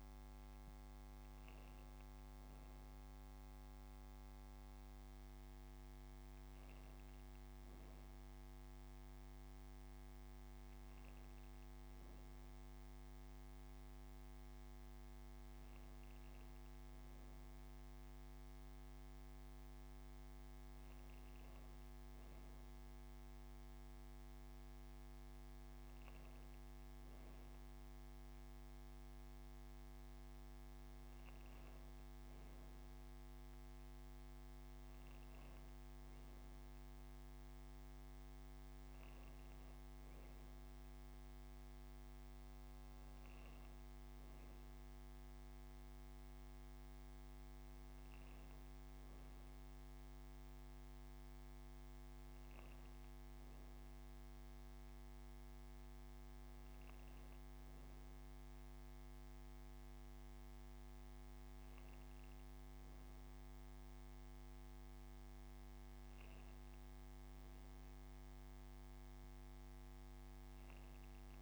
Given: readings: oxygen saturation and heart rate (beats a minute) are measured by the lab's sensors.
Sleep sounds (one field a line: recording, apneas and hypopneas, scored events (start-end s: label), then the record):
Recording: breathing in sleep, hard to hear, by a microphone on the trachea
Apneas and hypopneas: none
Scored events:
1.00-3.00 s: long interval between heartbeats (device-marked, heart rate 68 before, 168 extreme)
10.00-12.00 s: long interval between heartbeats (device-marked, heart rate 92 before, 38 extreme)
12.00-14.00 s: long interval between heartbeats (device-marked, heart rate 92 before, 45 extreme)
14.50-16.50 s: long interval between heartbeats (device-marked, heart rate 93 before, 63 extreme)
17.50-19.50 s: long interval between heartbeats (device-marked, heart rate 96 before, 108 extreme)
23.50-25.50 s: long interval between heartbeats (device-marked, heart rate 85 before, 118 extreme)
28.00-30.00 s: long interval between heartbeats (device-marked, heart rate 96 before, 185 extreme)
32.50-34.50 s: long interval between heartbeats (device-marked, heart rate 126 before, 206 extreme)
34.50-36.50 s: long interval between heartbeats (device-marked, heart rate 143 before, 193 extreme)
37.00-39.00 s: long interval between heartbeats (device-marked, heart rate 158 before, 191 extreme)
39.00-41.00 s: long interval between heartbeats (device-marked, heart rate 166 before, 188 extreme)
41.00-43.00 s: long interval between heartbeats (device-marked, heart rate 174 before, 173 extreme)
67.50-69.50 s: long interval between heartbeats (device-marked)
From the record:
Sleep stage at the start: N2 (light sleep)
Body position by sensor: on the right side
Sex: female